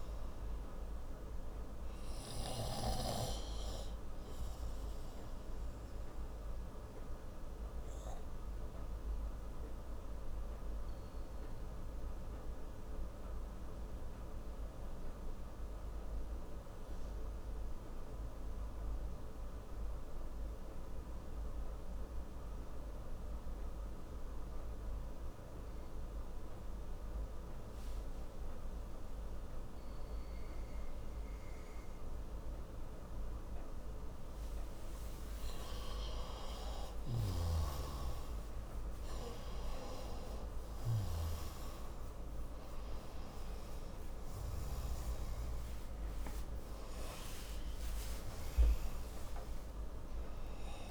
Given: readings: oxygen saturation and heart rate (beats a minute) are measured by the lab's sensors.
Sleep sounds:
breathing in sleep, hard to hear, by a room microphone; 1
0.00-2.00 s: oxygen desaturation (device-marked, oxygen 89% lowest)
6.50-32.50 s: obstructive apnea (oxygen 97% before, 90% lowest)
34.00-50.91 s: oxygen desaturation (device-marked, oxygen 97% before, 90% lowest)
35.00-39.00 s: arousal
From the record:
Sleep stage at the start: N2 (light sleep); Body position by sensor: on the right side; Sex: male

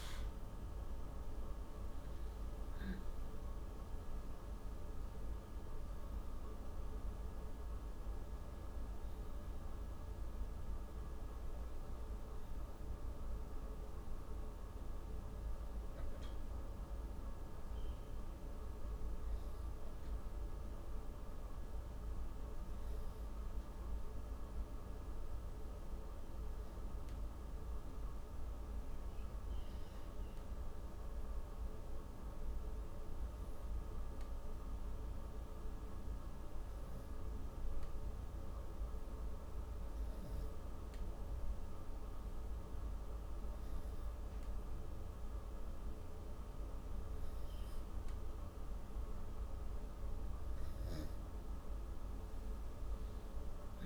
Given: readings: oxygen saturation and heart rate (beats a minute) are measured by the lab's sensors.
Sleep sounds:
breathing in sleep, hard to hear, by a room microphone; 1
0.50-6.00 s: arousal
28.50-47.50 s: obstructive apnea (oxygen 97% before, 93% lowest, heart rate 131 before, 103 extreme, up 18 after)
47.00-53.86 s: new sleep stage, awake
From the record:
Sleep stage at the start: N2 (light sleep); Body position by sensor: on the back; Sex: female

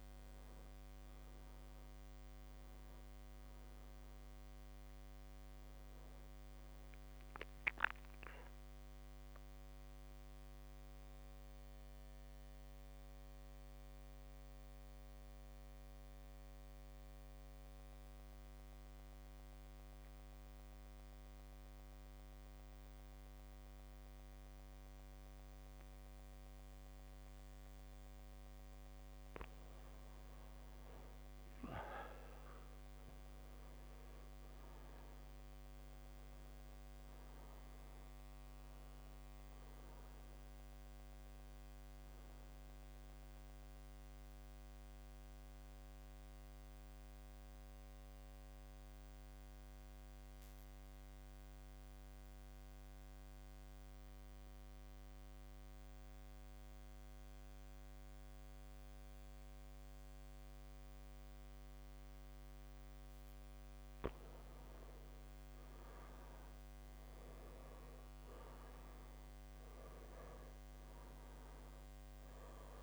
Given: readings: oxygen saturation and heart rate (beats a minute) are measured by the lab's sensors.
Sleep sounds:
breathing in sleep, hard to hear, by a microphone on the trachea; 2
0.50 s: drop in pulse transit time (device-marked)
0.50-18.50 s: oxygen desaturation (device-marked, oxygen 99% before, 94% lowest)
4.50-18.50 s: drop in pulse transit time (device-marked)
10.50-12.50 s: long interval between heartbeats (device-marked, heart rate 41 before, 42 extreme)
12.50-29.50 s: mixed apnea (oxygen 99% before, 95% lowest)
23.00-25.00 s: long interval between heartbeats (device-marked, heart rate 42 before, 55 extreme)
27.00-29.00 s: long interval between heartbeats (device-marked, heart rate 46 before, 38 extreme)
32.00-36.00 s: arousal
37.00-39.00 s: long interval between heartbeats (device-marked, heart rate 41 before, 34 extreme)
40.00-42.00 s: long interval between heartbeats (device-marked, heart rate 38 before, 43 extreme)
40.50-60.50 s: oxygen desaturation (device-marked, oxygen 100% before, 95% lowest)
43.50-63.50 s: mixed apnea (oxygen 100% before, 95% lowest)
45.50-47.50 s: long interval between heartbeats (device-marked, heart rate 34 before, 45 extreme)
46.50-60.50 s: drop in pulse transit time (device-marked, heart rate 34 before, 45 extreme)
52.00-54.00 s: long interval between heartbeats (device-marked, heart rate 39 before, 55 extreme)
59.50-61.50 s: long interval between heartbeats (device-marked, heart rate 48 before, 49 extreme)
65.00-69.00 s: arousal
66.00-68.00 s: long interval between heartbeats (device-marked)
From the record:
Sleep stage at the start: N2 (light sleep); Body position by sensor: on the back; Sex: male

